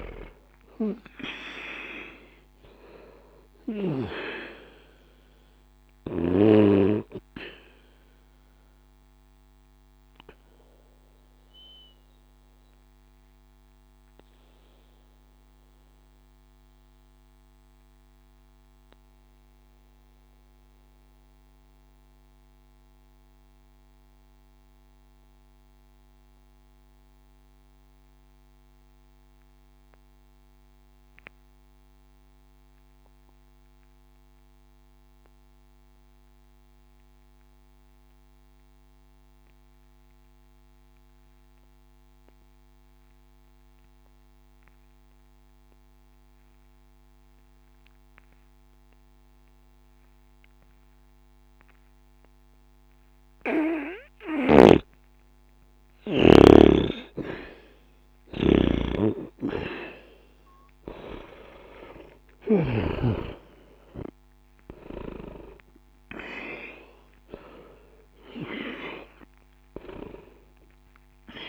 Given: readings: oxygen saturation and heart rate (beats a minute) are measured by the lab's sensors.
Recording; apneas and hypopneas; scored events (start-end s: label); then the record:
breathing in sleep by a microphone on the trachea; 1
0.00-34.00 s: oxygen desaturation (device-marked, oxygen 80% lowest, heart rate 60 extreme)
7.50-53.50 s: obstructive apnea (oxygen 97% before, 77% lowest, heart rate 90 before, 60 extreme, up 0 after)
49.00-71.49 s: oxygen desaturation (device-marked, oxygen 99% before, 77% lowest, heart rate 60 before, 59 extreme)
57.00-61.50 s: arousal
58.50-63.00 s: snoring (device-marked)
From the record:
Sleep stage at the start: N2 (light sleep); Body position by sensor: on the back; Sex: male